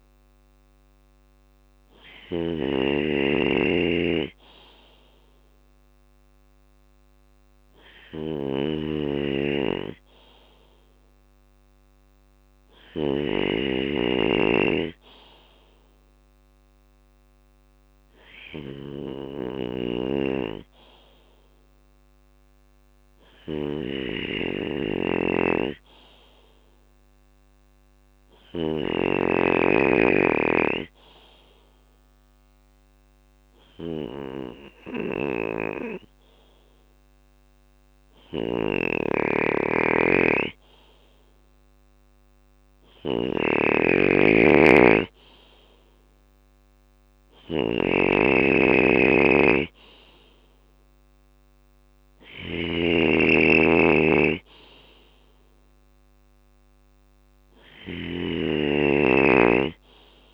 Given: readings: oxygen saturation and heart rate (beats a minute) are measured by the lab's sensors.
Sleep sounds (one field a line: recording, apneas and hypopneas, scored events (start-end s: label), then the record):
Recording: breathing in sleep by a microphone on the trachea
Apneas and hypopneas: 1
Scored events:
0.00-12.50 s: snoring (device-marked)
13.50-40.50 s: obstructive apnea (oxygen 97% before, 94% lowest, heart rate 64 before, 62 extreme, up 3 after)
18.50-28.00 s: snoring (device-marked)
34.00-60.34 s: snoring (device-marked)
46.00-49.50 s: arousal
From the record:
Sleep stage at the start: N2 (light sleep)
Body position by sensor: on the left side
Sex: male